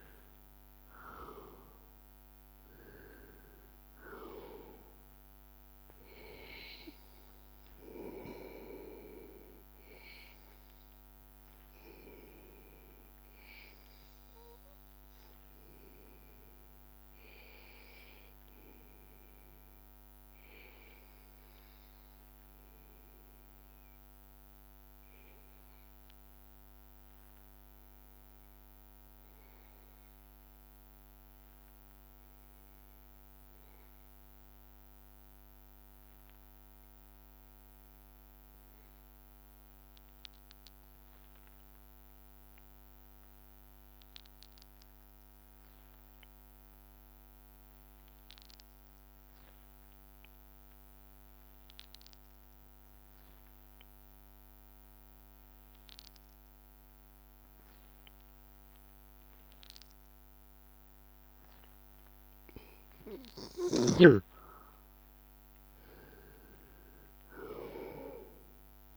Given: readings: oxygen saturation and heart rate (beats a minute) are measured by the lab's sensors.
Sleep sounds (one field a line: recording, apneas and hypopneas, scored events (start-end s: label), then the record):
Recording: breathing in sleep by a microphone on the trachea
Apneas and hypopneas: 1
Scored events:
16.00-61.00 s: hypopnea (oxygen 97% before, 92% lowest, heart rate 83 before, 80 extreme, up 3 after)
42.50-68.97 s: oxygen desaturation (device-marked, oxygen 98% before, 92% lowest, heart rate 81 before, 78 extreme)
63.50-67.00 s: arousal
From the record:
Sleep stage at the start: N2 (light sleep)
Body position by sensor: on the back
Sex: male